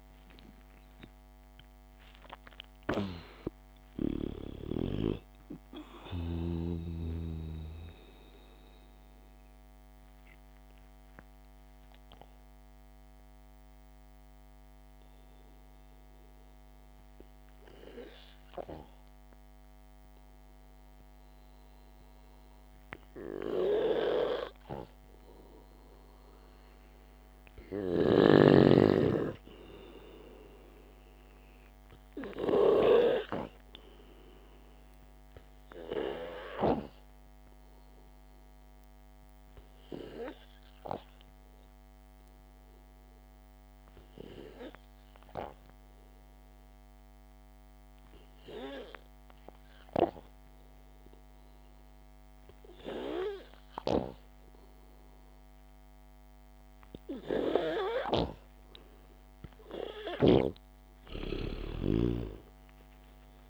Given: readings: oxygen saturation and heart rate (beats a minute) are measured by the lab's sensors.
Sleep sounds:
breathing in sleep by a microphone on the trachea; 2
4.00-7.00 s: arousal
10.50-24.00 s: mixed apnea (oxygen 95% before, 93% lowest, heart rate 67 before, 54 extreme, up 0 after)
25.50-30.00 s: arousal
33.00-44.00 s: oxygen desaturation (device-marked, oxygen 98% before, 94% lowest, heart rate 66 before, 50 extreme)
37.50-51.50 s: obstructive apnea (oxygen 98% before, 93% lowest, heart rate 63 before, 50 extreme, up 3 after)
60.00-63.50 s: arousal
60.50-63.50 s: snoring (device-marked)
From the record:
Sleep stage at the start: N2 (light sleep); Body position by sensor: on the back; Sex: male

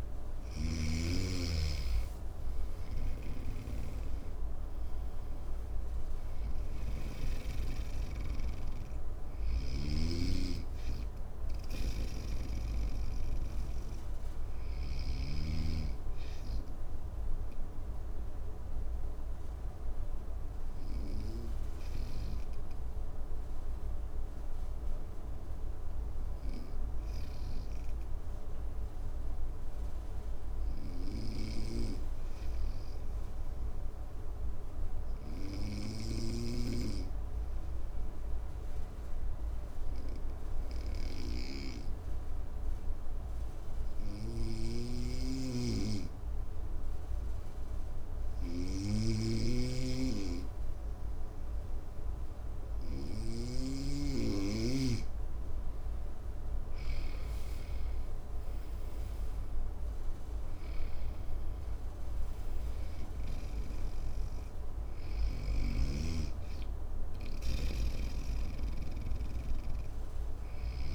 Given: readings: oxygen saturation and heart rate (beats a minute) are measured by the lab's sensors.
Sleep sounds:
breathing in sleep by a room microphone; 1
2.50-15.00 s: snoring (device-marked)
11.50-26.50 s: oxygen desaturation (device-marked, oxygen 97% before, 94% lowest, heart rate 59 before, 52 extreme)
18.50-53.00 s: obstructive apnea (oxygen 98% before, 94% lowest, heart rate 60 before, 52 extreme, up 8 after)
44.50-53.50 s: snoring (device-marked)
56.50-60.50 s: arousal
65.00-70.95 s: snoring (device-marked)
From the record:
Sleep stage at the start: N2 (light sleep); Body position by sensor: on the right side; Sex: male

